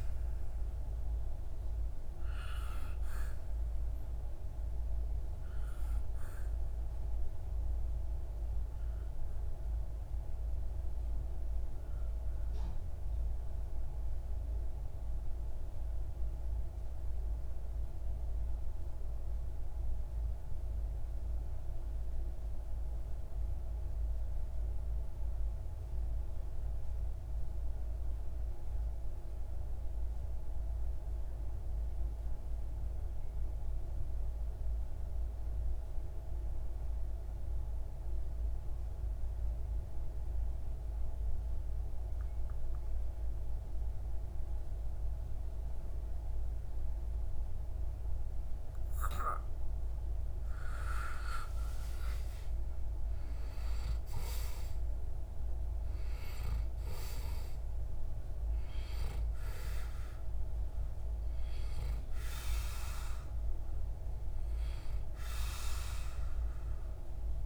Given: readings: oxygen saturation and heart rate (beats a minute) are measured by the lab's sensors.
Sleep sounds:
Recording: breathing in sleep by a room microphone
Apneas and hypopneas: 1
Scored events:
0.00-21.00 s: oxygen desaturation (device-marked, oxygen 93% lowest)
9.50-49.50 s: mixed apnea (oxygen 98% before, 90% lowest)
42.00-67.46 s: oxygen desaturation (device-marked, oxygen 98% before, 90% lowest)
50.00-53.50 s: arousal
From the record:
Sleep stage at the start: N2 (light sleep)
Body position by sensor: on the back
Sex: male

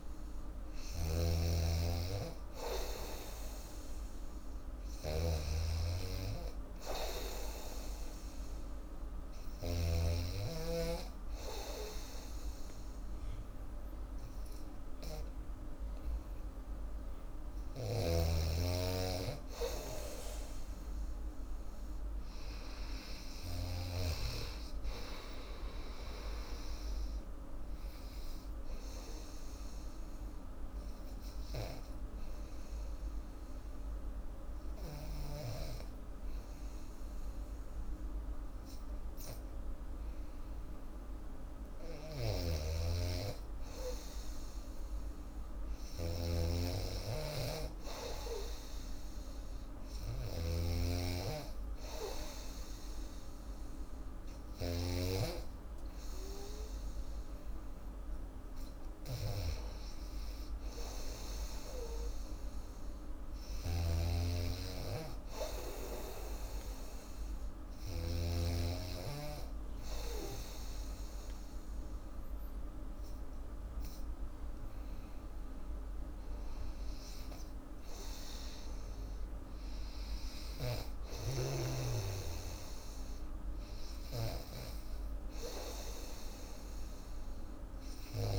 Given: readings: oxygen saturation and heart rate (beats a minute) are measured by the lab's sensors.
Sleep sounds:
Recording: breathing in sleep by a room microphone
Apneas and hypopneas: 1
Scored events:
0.50-10.00 s: snoring (device-marked)
17.50-24.00 s: snoring (device-marked)
23.00-26.50 s: arousal
28.00-41.50 s: obstructive apnea (oxygen 97% before, 93% lowest, heart rate 88 before, 78 extreme, up 8 after)
42.00-68.50 s: snoring (device-marked)
44.50-48.00 s: arousal
54.50-58.50 s: oxygen desaturation (device-marked, oxygen 99% before, 93% lowest, heart rate 83 before, 82 extreme)
From the record:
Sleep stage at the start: N2 (light sleep)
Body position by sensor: on the back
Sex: female

